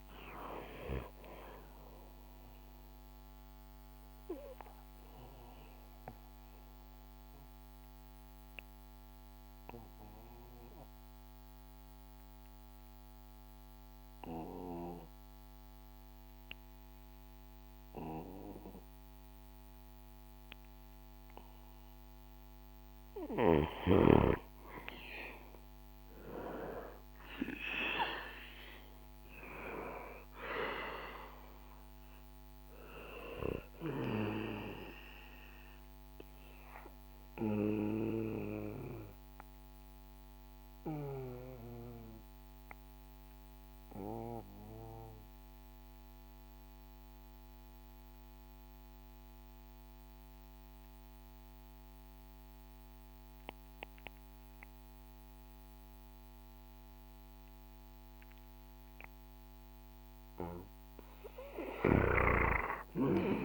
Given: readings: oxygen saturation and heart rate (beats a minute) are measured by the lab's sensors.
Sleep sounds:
breathing in sleep by a microphone on the trachea; 2
0.00-18.00 s: oxygen desaturation (device-marked, oxygen 93% lowest, heart rate 63 extreme)
3.00-21.50 s: obstructive apnea (oxygen 98% before, 91% lowest, heart rate 67 before, 63 extreme, up 8 after)
23.50-29.00 s: arousal
34.50-59.00 s: obstructive apnea (oxygen 97% before, 91% lowest, heart rate 67 before, 59 extreme, up 4 after)
61.50-63.45 s: snoring (device-marked)
From the record:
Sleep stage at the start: N2 (light sleep); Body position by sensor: on the back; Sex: male

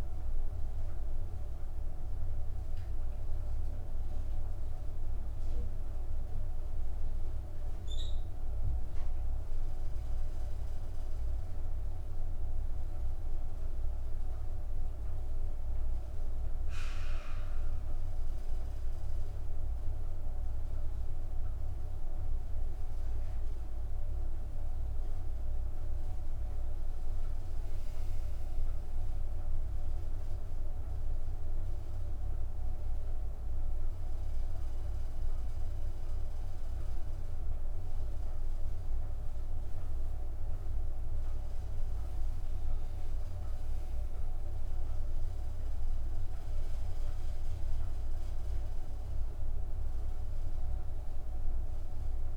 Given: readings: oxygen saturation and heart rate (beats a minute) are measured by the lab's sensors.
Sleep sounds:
breathing in sleep, hard to hear, by a room microphone; 1
7.00-20.50 s: hypopnea (oxygen 97% before, 95% lowest, heart rate 64 before, 57 extreme, up 4 after)
23.00-27.00 s: arousal
27.00-52.37 s: new sleep stage, N2 (light sleep)
From the record:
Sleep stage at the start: N1 (lightest sleep); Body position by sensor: on the back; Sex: female

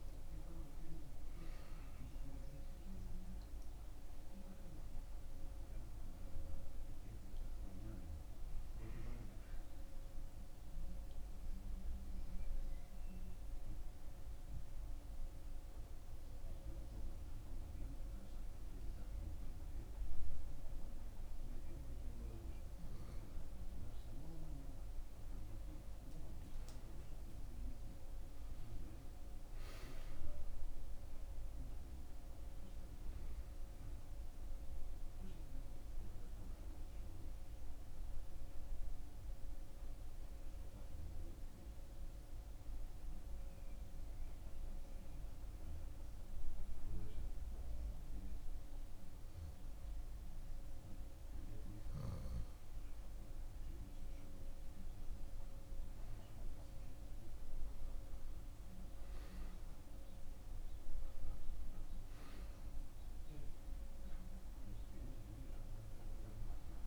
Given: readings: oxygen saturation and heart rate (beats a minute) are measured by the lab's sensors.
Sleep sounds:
breathing in sleep, hard to hear, by a room microphone; 2
14.00-22.00 s: oxygen desaturation (device-marked, oxygen 95% before, 91% lowest, heart rate 80 before, 64 extreme)
14.50-24.50 s: obstructive apnea (oxygen 96% before, 91% lowest, heart rate 80 before, 64 extreme, up 10 after)
26.00-29.50 s: arousal
38.00-57.00 s: oxygen desaturation (device-marked, oxygen 97% before, 93% lowest, heart rate 78 before, 61 extreme)
42.00-54.50 s: obstructive apnea (oxygen 97% before, 92% lowest, heart rate 75 before, 61 extreme, up 5 after)
56.00-59.00 s: arousal
From the record:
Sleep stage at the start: N2 (light sleep); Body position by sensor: on the back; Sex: male

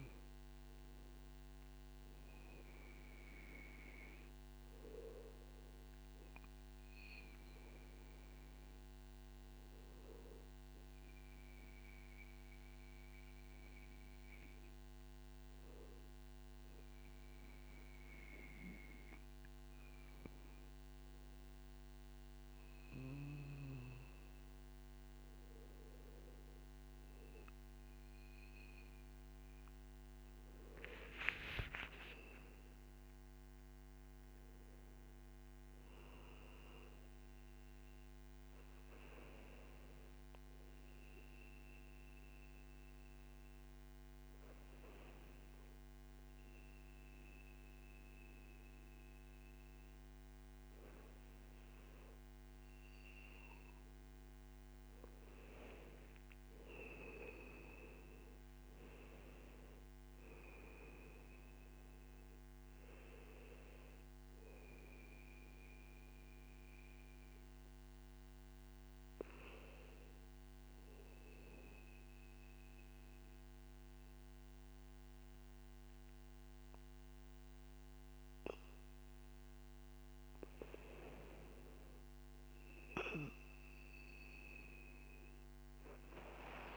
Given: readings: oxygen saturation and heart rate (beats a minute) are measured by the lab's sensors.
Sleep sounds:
breathing in sleep by a microphone on the trachea; 2
0.00-14.50 s: oxygen desaturation (device-marked, oxygen 94% lowest, heart rate 47 extreme)
32.00-36.50 s: arousal
41.50-54.00 s: obstructive apnea (oxygen 100% before, 96% lowest, heart rate 54 before, 50 extreme, up 18 after)
55.50-60.00 s: arousal
70.50-80.50 s: obstructive apnea (oxygen 100% before, 96% lowest, heart rate 59 before, 51 extreme, up 6 after)
83.00-86.50 s: arousal
From the record:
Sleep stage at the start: N2 (light sleep); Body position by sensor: on the back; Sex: male

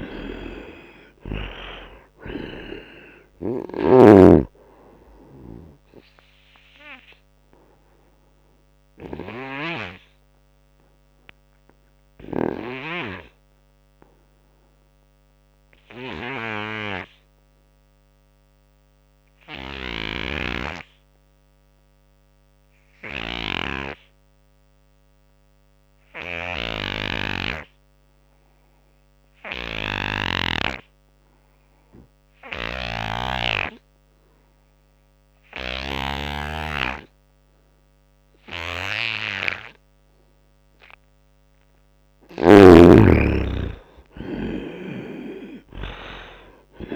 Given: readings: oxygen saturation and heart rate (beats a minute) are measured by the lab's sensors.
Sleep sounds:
breathing in sleep by a microphone on the trachea; 1
0.00-18.50 s: oxygen desaturation (device-marked, oxygen 71% lowest, heart rate 66 extreme)
6.50-41.00 s: obstructive apnea (oxygen 96% before, 71% lowest, heart rate 79 before, 75 extreme, up 23 after)
24.50-46.96 s: oxygen desaturation (device-marked, oxygen 99% before, 72% lowest, heart rate 86 before, 68 extreme)
29.00-31.00 s: long interval between heartbeats (device-marked, heart rate 84 before, 86 extreme)
32.50-36.00 s: snoring (device-marked)
35.00-37.00 s: long interval between heartbeats (device-marked, heart rate 84 before, 77 extreme)
38.00-40.00 s: long interval between heartbeats (device-marked, heart rate 82 before, 81 extreme)
40.00-42.00 s: long interval between heartbeats (device-marked, heart rate 82 before, 87 extreme)
42.50-46.50 s: arousal
44.50-46.96 s: snoring (device-marked)
45.50-46.96 s: long interval between heartbeats (device-marked, heart rate 84 before, 90 extreme)
From the record:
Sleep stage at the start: N2 (light sleep); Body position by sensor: on the right side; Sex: male

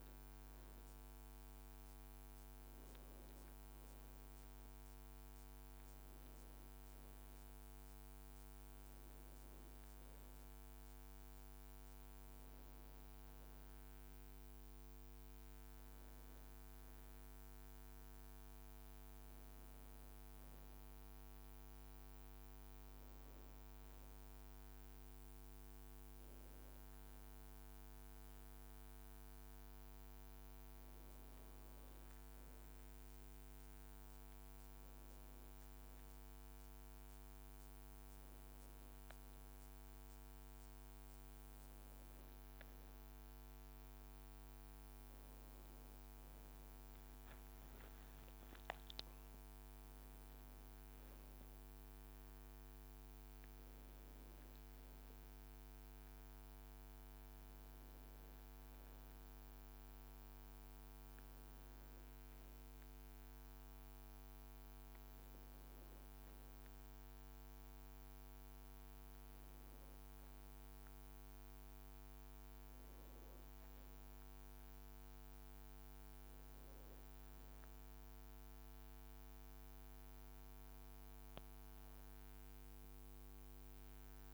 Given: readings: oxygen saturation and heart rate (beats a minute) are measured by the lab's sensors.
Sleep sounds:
breathing in sleep, hard to hear, by a microphone on the trachea; none
31.50-36.50 s: leg movement (device-marked)
43.50-84.34 s: new sleep stage, N2 (light sleep)
From the record:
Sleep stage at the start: N1 (lightest sleep); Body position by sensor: on the right side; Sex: male

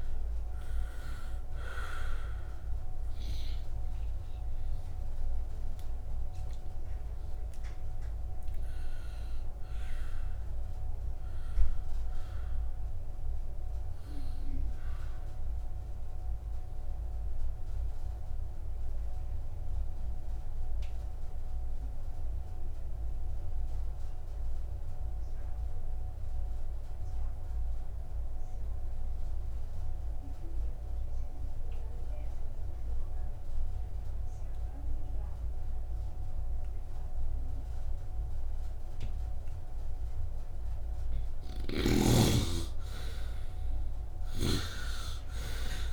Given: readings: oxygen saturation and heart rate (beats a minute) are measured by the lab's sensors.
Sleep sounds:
breathing in sleep by a room microphone; 1
0.00-23.50 s: oxygen desaturation (device-marked, oxygen 65% lowest, heart rate 57 extreme)
18.50-40.50 s: obstructive apnea (oxygen 85% before, 66% lowest, heart rate 75 before, 59 extreme, up 2 after)
41.50-45.00 s: snoring (device-marked)
42.00-45.93 s: arousal
44.50-45.93 s: oxygen desaturation (device-marked, oxygen 98% before, 73% lowest, heart rate 66 before, 54 extreme)
From the record:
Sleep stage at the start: N2 (light sleep); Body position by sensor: upright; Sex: male

